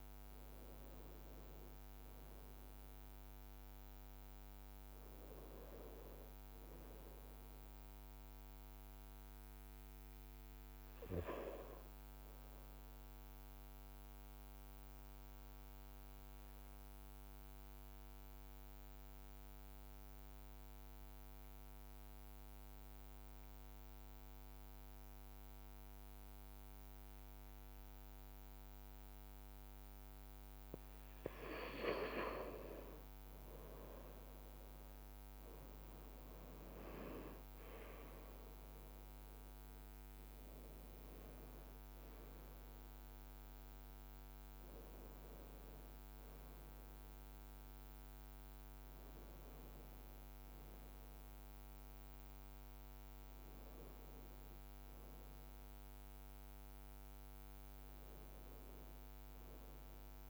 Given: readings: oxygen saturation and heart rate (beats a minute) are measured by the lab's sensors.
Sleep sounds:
breathing in sleep by a microphone on the trachea; 1
0.00-1.00 s: leg movement (device-marked)
6.00-12.50 s: leg movement (device-marked)
14.50-31.50 s: obstructive apnea (oxygen 95% before, 93% lowest, heart rate 55 before, 52 extreme, up 5 after)
33.00-36.50 s: arousal
37.50-39.00 s: leg movement (device-marked)
From the record:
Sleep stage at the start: N2 (light sleep); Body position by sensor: on the right side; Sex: male

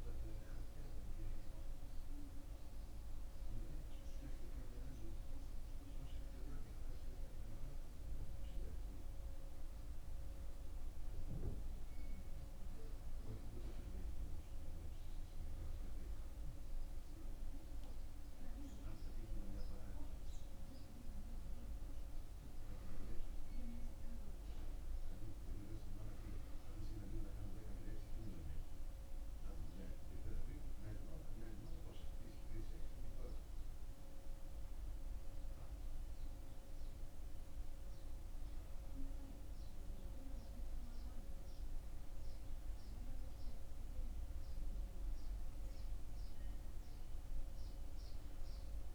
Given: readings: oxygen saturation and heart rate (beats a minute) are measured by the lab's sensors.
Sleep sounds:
breathing in sleep by a room microphone; none
none scored
From the record:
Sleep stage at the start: N2 (light sleep); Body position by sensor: on the back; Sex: male

